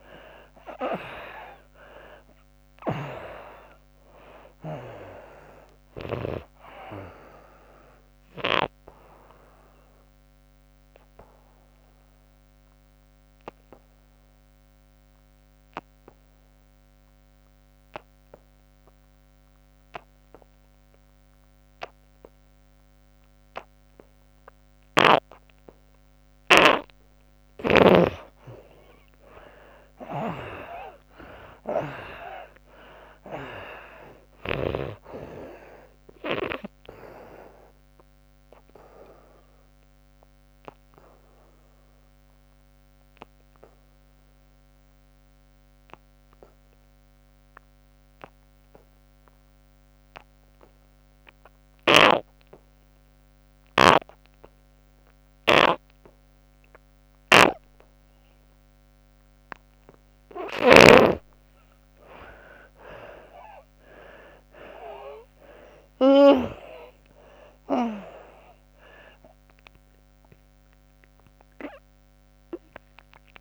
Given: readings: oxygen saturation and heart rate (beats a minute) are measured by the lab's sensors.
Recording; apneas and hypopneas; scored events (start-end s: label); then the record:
breathing in sleep by a microphone on the trachea; 2
0.00-1.50 s: arousal
0.00-20.50 s: oxygen desaturation (device-marked, oxygen 77% lowest, heart rate 66 extreme)
8.50-25.00 s: obstructive apnea (oxygen 97% before, 73% lowest, heart rate 77 before, 65 extreme, up 15 after)
29.50-34.50 s: snoring (device-marked)
30.00-34.50 s: arousal
36.50-46.50 s: oxygen desaturation (device-marked, oxygen 95% before, 76% lowest, heart rate 78 before, 65 extreme)
38.00-58.50 s: obstructive apnea (oxygen 98% before, 73% lowest, heart rate 80 before, 65 extreme, up 34 after)
58.50-73.41 s: oxygen desaturation (device-marked, oxygen 97% before, 73% lowest, heart rate 71 before, 66 extreme)
67.50-72.00 s: arousal
From the record:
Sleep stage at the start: N2 (light sleep); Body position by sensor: on the back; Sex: female